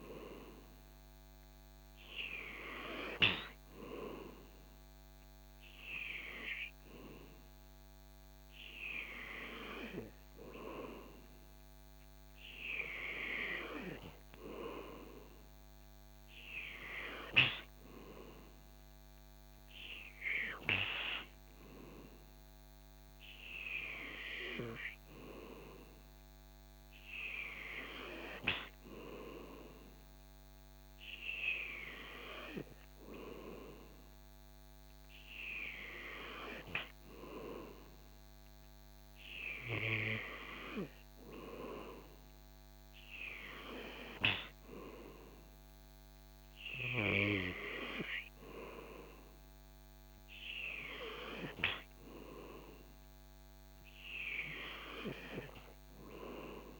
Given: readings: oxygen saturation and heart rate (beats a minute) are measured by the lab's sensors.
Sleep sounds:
breathing in sleep by a microphone on the trachea; none
none scored
From the record:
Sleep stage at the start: N2 (light sleep); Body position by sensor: on the back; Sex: male

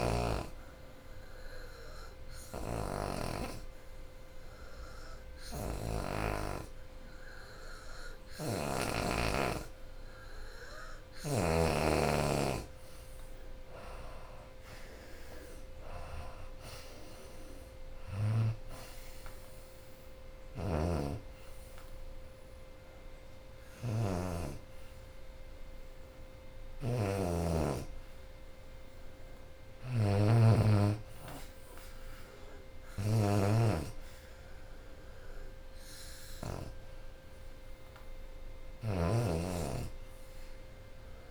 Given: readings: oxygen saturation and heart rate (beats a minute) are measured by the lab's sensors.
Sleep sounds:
breathing in sleep by a room microphone; 1
0.00-32.00 s: oxygen desaturation (device-marked, oxygen 82% lowest, heart rate 69 extreme)
1.00-11.50 s: obstructive apnea (oxygen 94% before, 82% lowest, heart rate 75 before, 75 extreme, up 17 after)
13.00-17.00 s: arousal
33.50-37.50 s: arousal
39.00-41.31 s: oxygen desaturation (device-marked, oxygen 93% before, 87% lowest, heart rate 83 before, 69 extreme)
From the record:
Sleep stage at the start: N2 (light sleep); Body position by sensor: on the back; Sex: female

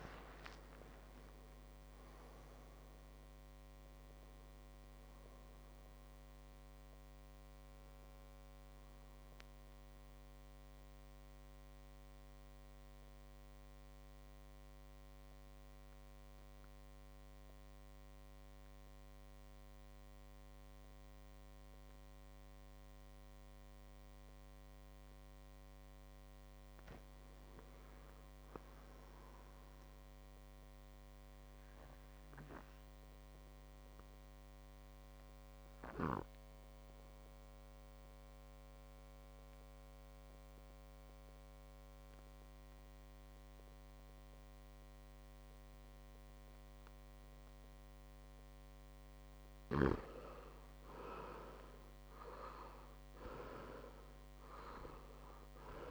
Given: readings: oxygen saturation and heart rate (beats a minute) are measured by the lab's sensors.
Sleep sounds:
breathing in sleep by a microphone on the trachea; 2
0.00-18.50 s: oxygen desaturation (device-marked, oxygen 92% lowest, heart rate 53 extreme)
11.50-25.00 s: central apnea (oxygen 99% before, 90% lowest, heart rate 71 before, 54 extreme, up 6 after)
26.50-30.00 s: arousal
29.50-43.50 s: oxygen desaturation (device-marked, oxygen 99% before, 94% lowest, heart rate 56 before, 56 extreme)
38.50-49.00 s: obstructive apnea (oxygen 99% before, 90% lowest, heart rate 58 before, 56 extreme, up 8 after)
50.50-54.00 s: arousal
51.50-55.90 s: oxygen desaturation (device-marked, oxygen 97% before, 90% lowest, heart rate 59 before, 56 extreme)
From the record:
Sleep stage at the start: N2 (light sleep); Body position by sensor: on the back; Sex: male

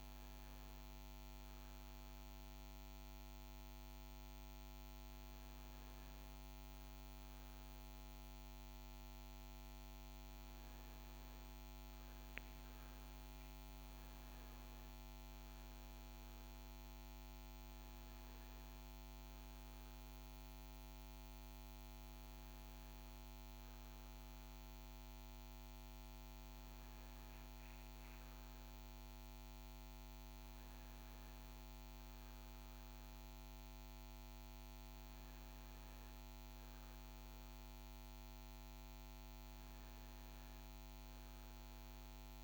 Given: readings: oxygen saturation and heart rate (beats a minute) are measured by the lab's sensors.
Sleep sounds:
breathing in sleep, hard to hear, by a microphone on the trachea; none
none scored
From the record:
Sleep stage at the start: N1 (lightest sleep); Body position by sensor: on the front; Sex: male

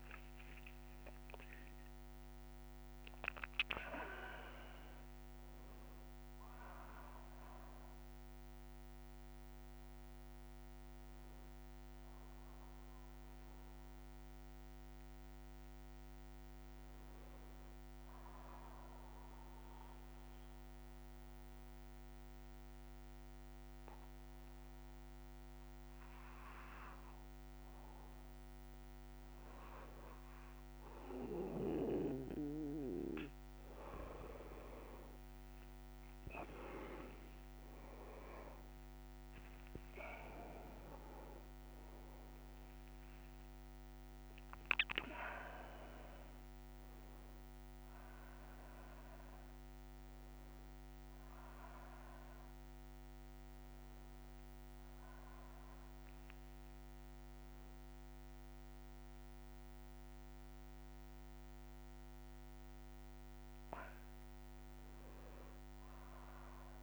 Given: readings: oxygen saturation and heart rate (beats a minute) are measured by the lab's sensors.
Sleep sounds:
breathing in sleep by a microphone on the trachea; 1
1.50-14.50 s: oxygen desaturation (device-marked, oxygen 99% before, 93% lowest, heart rate 69 before, 60 extreme)
18.50-29.00 s: obstructive apnea (oxygen 99% before, 94% lowest, heart rate 65 before, 85 extreme)
39.50-61.50 s: oxygen desaturation (device-marked, oxygen 97% before, 94% lowest, heart rate 109 before, 74 extreme)
From the record:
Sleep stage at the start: N3 (deep sleep); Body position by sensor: on the back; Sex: male

